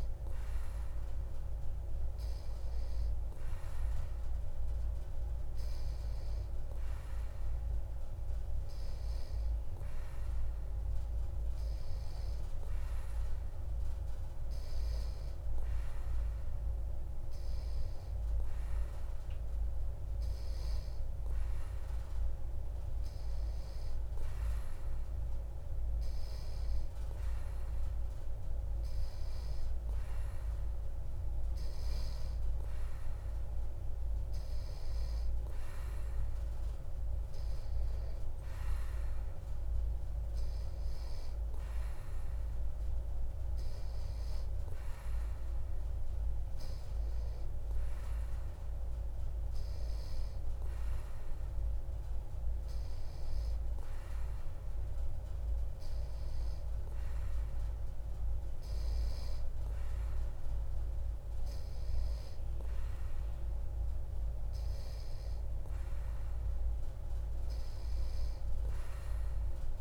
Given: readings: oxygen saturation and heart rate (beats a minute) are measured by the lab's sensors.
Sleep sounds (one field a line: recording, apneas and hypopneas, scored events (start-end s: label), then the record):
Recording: breathing in sleep, hard to hear, by a room microphone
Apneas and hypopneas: none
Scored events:
none scored
From the record:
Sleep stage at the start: N3 (deep sleep)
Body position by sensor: on the back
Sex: male